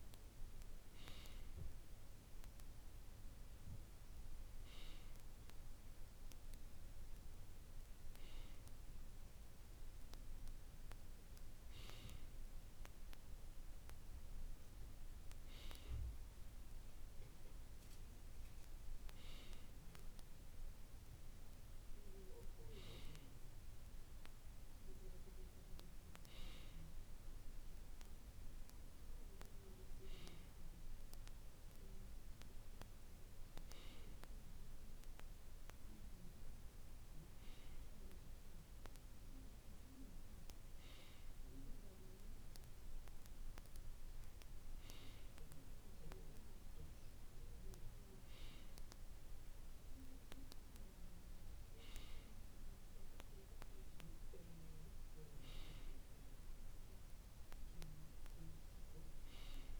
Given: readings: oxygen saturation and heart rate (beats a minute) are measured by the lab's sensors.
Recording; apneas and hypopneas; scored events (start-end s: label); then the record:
breathing in sleep by a room microphone; none
none scored
From the record:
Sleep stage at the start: N2 (light sleep); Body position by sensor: on the right side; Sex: male